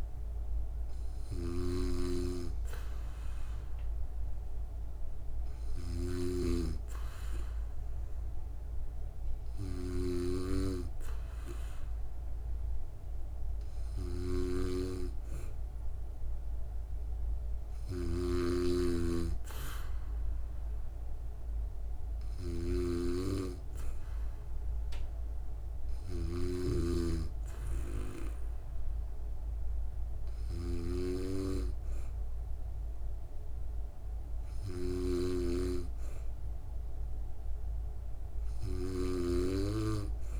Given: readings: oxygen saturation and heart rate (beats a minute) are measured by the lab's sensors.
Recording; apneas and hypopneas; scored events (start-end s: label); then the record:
breathing in sleep by a room microphone; none
0.00-40.40 s: snoring (device-marked)
From the record:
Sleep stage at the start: N2 (light sleep); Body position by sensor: on the back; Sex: female